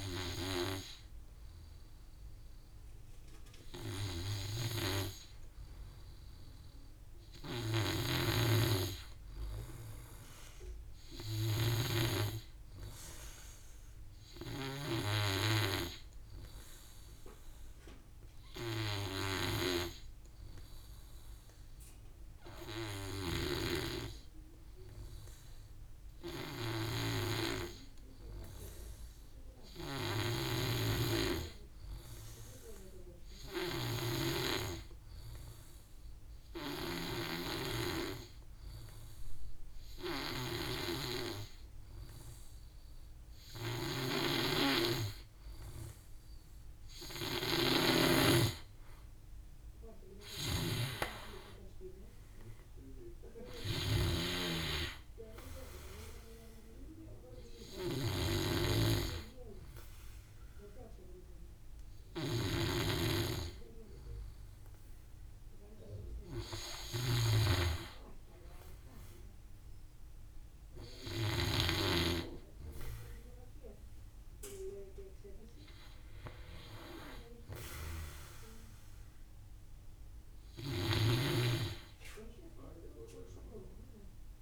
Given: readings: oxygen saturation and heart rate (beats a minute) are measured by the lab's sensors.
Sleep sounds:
breathing in sleep by a room microphone; 1
0.00-22.50 s: oxygen desaturation (device-marked, oxygen 88% lowest, heart rate 58 extreme)
7.50-11.50 s: snoring (device-marked)
19.00-44.00 s: hypopnea (oxygen 95% before, 86% lowest, heart rate 61 before, 56 extreme, up 12 after)
30.00-37.50 s: snoring (device-marked)
32.50-40.50 s: oxygen desaturation (device-marked, oxygen 91% before, 87% lowest, heart rate 65 before, 57 extreme)
43.50-71.50 s: snoring (device-marked)
47.50-50.50 s: arousal
47.50-62.50 s: drop in pulse transit time (device-marked, heart rate 63 before, 57 extreme)
From the record:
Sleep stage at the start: N2 (light sleep); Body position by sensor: on the back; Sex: male

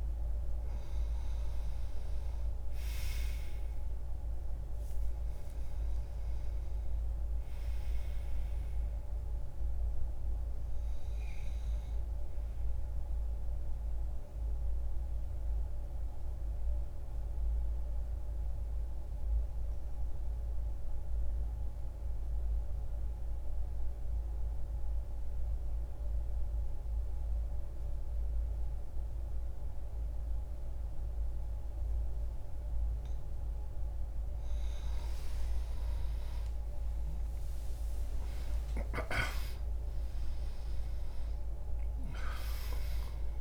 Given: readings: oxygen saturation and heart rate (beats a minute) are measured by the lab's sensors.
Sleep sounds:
breathing in sleep, hard to hear, by a room microphone; 1
3.50-27.50 s: oxygen desaturation (device-marked, oxygen 97% before, 89% lowest)
13.50-32.50 s: obstructive apnea (oxygen 97% before, 88% lowest)
34.50-43.41 s: oxygen desaturation (device-marked, oxygen 98% before, 88% lowest)
35.00-41.50 s: arousal
From the record:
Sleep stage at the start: N2 (light sleep); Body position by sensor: on the back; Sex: male

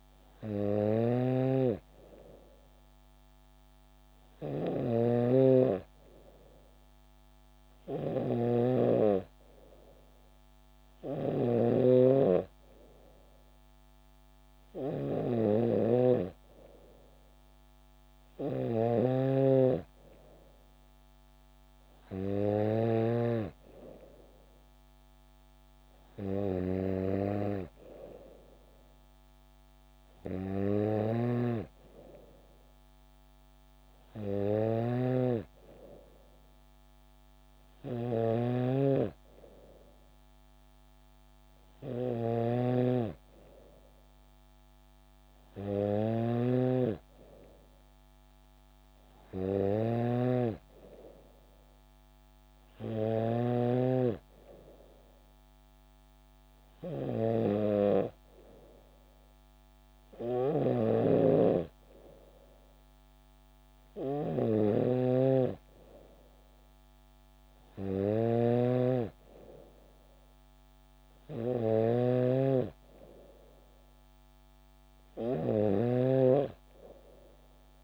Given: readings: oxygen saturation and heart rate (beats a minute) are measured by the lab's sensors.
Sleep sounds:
breathing in sleep by a microphone on the trachea; none
0.00-23.00 s: snoring (device-marked)
31.00-53.50 s: snoring (device-marked)
60.50-77.84 s: snoring (device-marked)
From the record:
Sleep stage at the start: N3 (deep sleep); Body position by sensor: on the back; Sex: female

